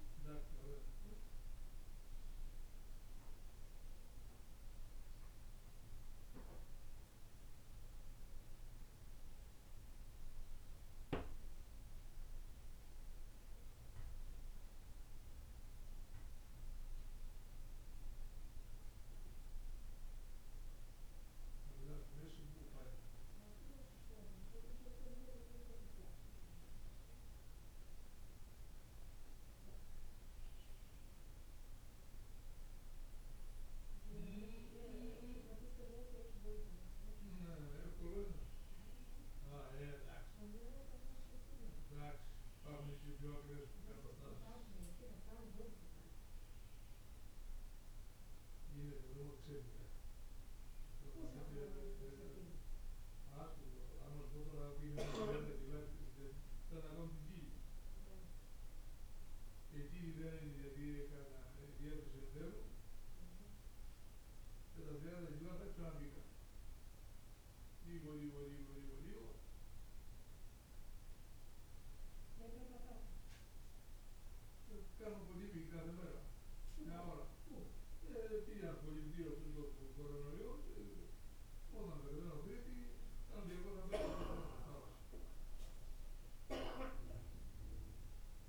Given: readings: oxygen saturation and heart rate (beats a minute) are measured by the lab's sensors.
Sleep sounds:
breathing in sleep by a room microphone; none
none scored
From the record:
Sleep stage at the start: N2 (light sleep); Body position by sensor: on the right side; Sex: male

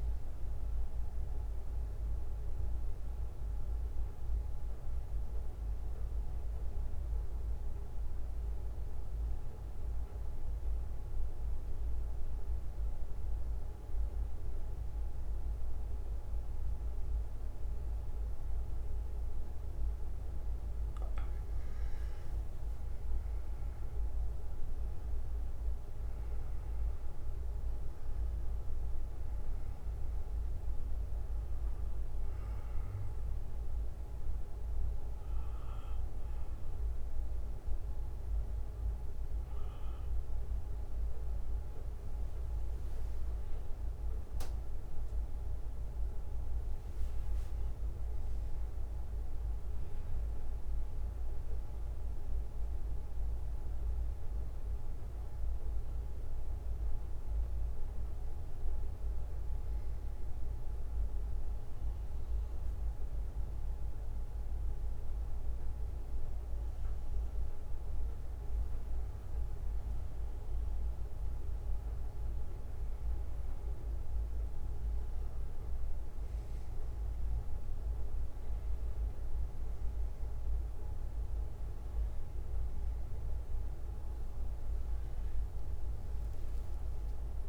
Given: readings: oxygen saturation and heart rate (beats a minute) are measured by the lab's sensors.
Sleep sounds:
breathing in sleep, hard to hear, by a room microphone; 3
0.00-15.00 s: oxygen desaturation (device-marked, oxygen 91% lowest, heart rate 45 extreme)
0.00-20.00 s: bradycardia (device-marked, heart rate 45 extreme)
2.00-20.50 s: central apnea (oxygen 99% before, 91% lowest, heart rate 67 before, 47 extreme, up 18 after)
23.00-28.00 s: arousal
31.00-42.00 s: bradycardia (device-marked, heart rate 60 before, 51 extreme)
33.00-44.50 s: obstructive apnea (oxygen 97% before, 92% lowest, heart rate 61 before, 48 extreme, up 17 after)
42.00-55.00 s: oxygen desaturation (device-marked, oxygen 96% before, 92% lowest, heart rate 61 before, 48 extreme)
46.50-51.00 s: arousal
59.50-70.00 s: central apnea (oxygen 97% before, 93% lowest, heart rate 61 before, 48 extreme, up 22 after)
60.00-67.00 s: bradycardia (device-marked, heart rate 60 before, 48 extreme)
74.00-79.50 s: arousal
75.00-87.49 s: oxygen desaturation (device-marked, oxygen 97% before, 93% lowest, heart rate 60 before, 48 extreme)
From the record:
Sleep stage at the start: N2 (light sleep); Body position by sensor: on the back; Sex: male

